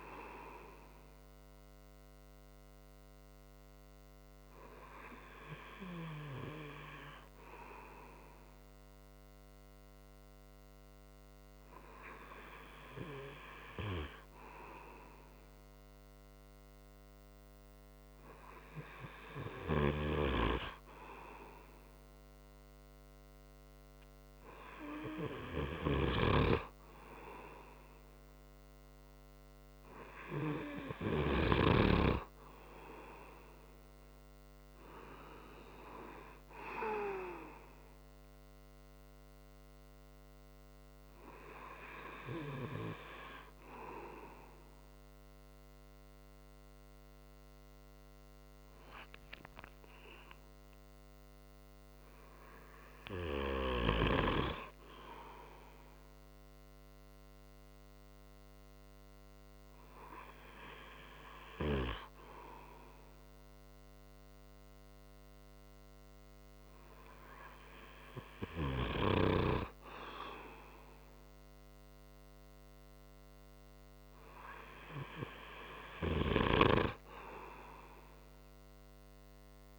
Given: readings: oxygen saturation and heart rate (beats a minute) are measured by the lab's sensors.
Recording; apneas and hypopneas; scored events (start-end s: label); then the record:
breathing in sleep by a microphone on the trachea; none
none scored
From the record:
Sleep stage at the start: N2 (light sleep); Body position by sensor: on the front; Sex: male